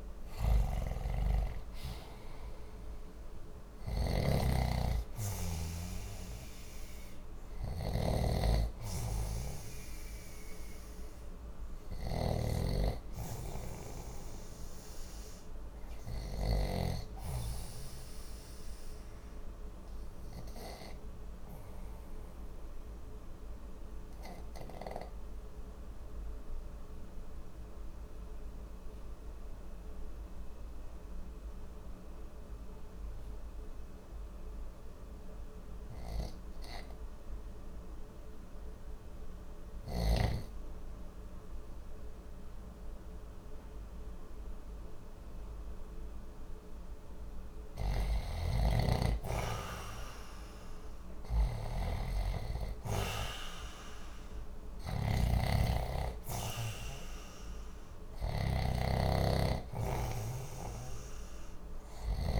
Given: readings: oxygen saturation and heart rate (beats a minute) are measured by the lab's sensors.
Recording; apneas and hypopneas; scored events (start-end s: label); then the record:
breathing in sleep by a room microphone; 1
0.00-16.50 s: snoring (device-marked)
0.00-23.00 s: oxygen desaturation (device-marked, oxygen 88% lowest, heart rate 59 extreme)
17.50-47.00 s: obstructive apnea (oxygen 96% before, 88% lowest, heart rate 61 before, 60 extreme, up 4 after)
43.00-62.40 s: oxygen desaturation (device-marked, oxygen 96% before, 89% lowest, heart rate 60 before, 59 extreme)
48.50-52.50 s: arousal
54.50-62.40 s: snoring (device-marked)
From the record:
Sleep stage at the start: N2 (light sleep); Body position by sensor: on the left side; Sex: male